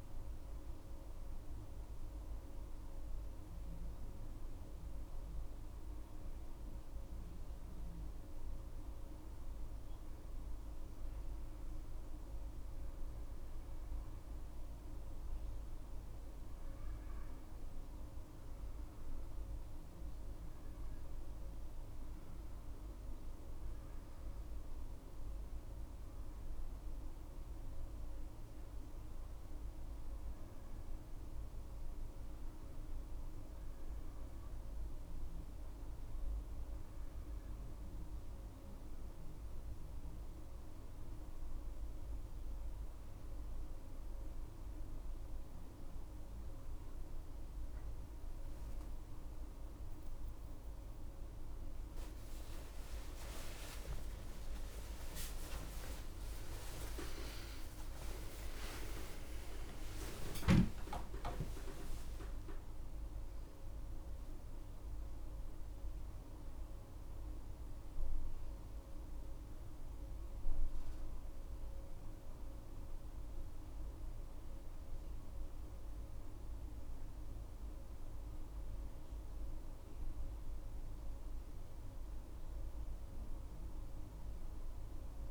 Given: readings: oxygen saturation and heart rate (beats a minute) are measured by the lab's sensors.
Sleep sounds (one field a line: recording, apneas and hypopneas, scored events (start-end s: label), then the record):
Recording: a person awake in a sleep study, by a room microphone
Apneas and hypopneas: none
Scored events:
25.00-85.00 s: new sleep stage, awake
85.00-85.31 s: new sleep stage, N1 (lightest sleep)
From the record:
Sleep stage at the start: N2 (light sleep)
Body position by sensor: on the back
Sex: female